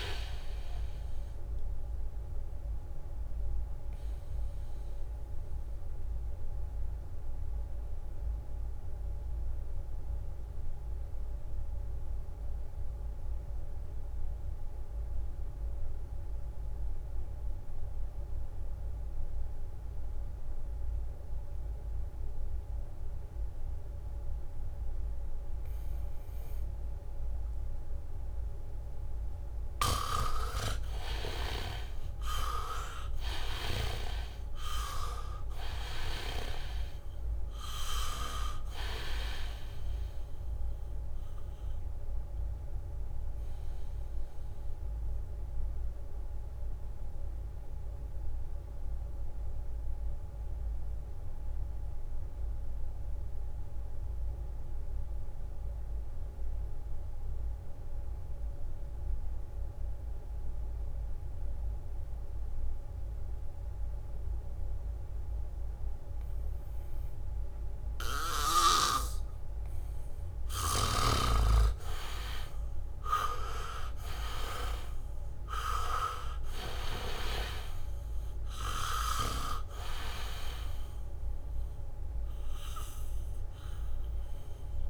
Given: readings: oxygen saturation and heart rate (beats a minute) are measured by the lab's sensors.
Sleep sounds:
breathing in sleep by a room microphone; 2
0.00-19.00 s: oxygen desaturation (device-marked, oxygen 80% lowest, heart rate 67 extreme)
3.00-28.50 s: obstructive apnea (oxygen 99% before, 79% lowest, heart rate 70 before, 67 extreme, up 0 after)
27.00-59.00 s: oxygen desaturation (device-marked, oxygen 98% before, 79% lowest, heart rate 72 before, 65 extreme)
29.00-31.50 s: leg movement (device-marked)
30.00-34.00 s: snoring (device-marked)
31.00-34.00 s: arousal
43.50-69.50 s: mixed apnea (oxygen 98% before, 79% lowest, heart rate 70 before, 65 extreme, up 0 after)
63.50-65.00 s: leg movement (device-marked)
64.00-84.89 s: oxygen desaturation (device-marked, oxygen 99% before, 79% lowest, heart rate 72 before, 65 extreme)
67.50-77.50 s: leg movement (device-marked)
71.00-77.50 s: snoring (device-marked)
72.00-77.00 s: arousal
77.50-84.50 s: leg movement (device-marked)
From the record:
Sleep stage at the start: N2 (light sleep); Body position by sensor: on the back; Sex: male

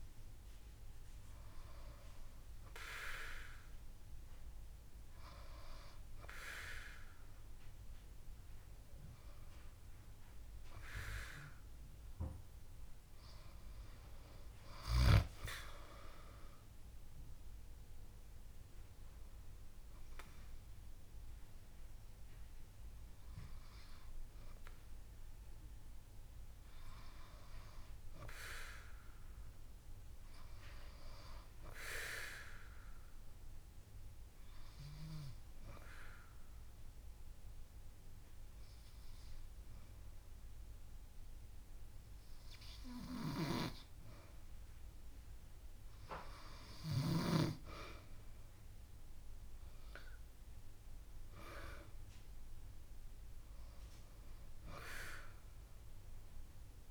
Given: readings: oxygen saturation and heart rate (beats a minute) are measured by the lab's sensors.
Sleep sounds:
breathing in sleep by a room microphone; 1
0.00-3.50 s: oxygen desaturation (device-marked, oxygen 90% lowest)
14.50-18.50 s: drop in pulse transit time (device-marked)
15.00-17.00 s: long interval between heartbeats (device-marked)
23.00-27.00 s: arousal
32.00-34.00 s: long interval between heartbeats (device-marked)
33.00-46.00 s: obstructive apnea (oxygen 96% before, 93% lowest)
38.50-44.50 s: drop in pulse transit time (device-marked)
48.00-52.00 s: arousal
52.00-54.00 s: long interval between heartbeats (device-marked)
From the record:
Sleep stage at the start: N2 (light sleep); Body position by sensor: on the back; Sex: female

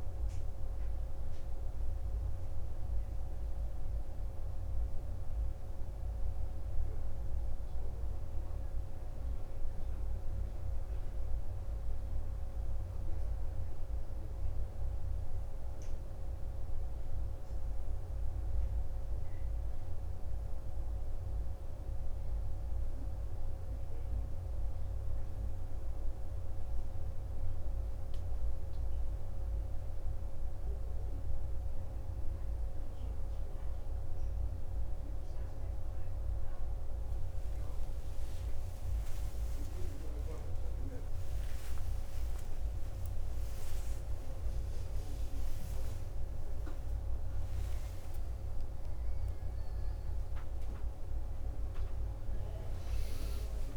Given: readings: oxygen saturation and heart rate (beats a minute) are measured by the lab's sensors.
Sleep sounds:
breathing in sleep, hard to hear, by a room microphone; 1
28.00-44.00 s: hypopnea (oxygen 92% before, 90% lowest, heart rate 49 before, 52 extreme)
47.00-52.50 s: arousal
From the record:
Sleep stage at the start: N2 (light sleep); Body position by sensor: on the back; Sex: male

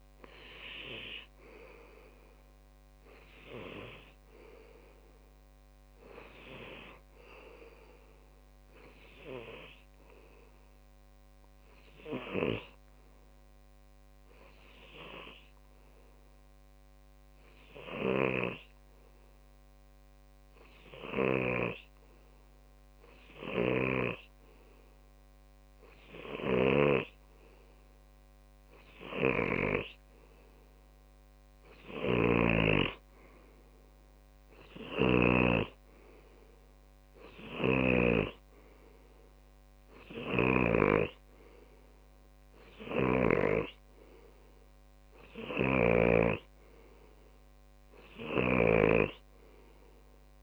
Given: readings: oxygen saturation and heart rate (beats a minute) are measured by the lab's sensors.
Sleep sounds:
breathing in sleep by a microphone on the trachea; 1
0.00-10.50 s: oxygen desaturation (device-marked, oxygen 93% lowest)
0.50-2.50 s: long interval between heartbeats (device-marked)
11.00-13.00 s: long interval between heartbeats (device-marked)
11.00-30.00 s: hypopnea (oxygen 97% before, 93% lowest)
11.50-28.50 s: tachycardia (device-marked)
14.50-16.50 s: long interval between heartbeats (device-marked)
17.00-19.00 s: long interval between heartbeats (device-marked, heart rate 39 before, 142 extreme)
20.00-22.00 s: long interval between heartbeats (device-marked, heart rate 58 before, 155 extreme)
22.50-24.50 s: long interval between heartbeats (device-marked, heart rate 79 before, 142 extreme)
26.50-28.50 s: long interval between heartbeats (device-marked, heart rate 103 before, 145 extreme)
30.50-32.50 s: long interval between heartbeats (device-marked, heart rate 129 before, 94 extreme)
32.50-34.50 s: long interval between heartbeats (device-marked, heart rate 135 before, 66 extreme)
32.50-36.00 s: snoring (device-marked)
34.00-37.00 s: arousal
37.00-39.00 s: long interval between heartbeats (device-marked, heart rate 129 before, 46 extreme)
38.00-41.50 s: snoring (device-marked)
46.00-50.42 s: snoring (device-marked)
From the record:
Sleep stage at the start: N2 (light sleep); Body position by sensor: on the left side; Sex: male

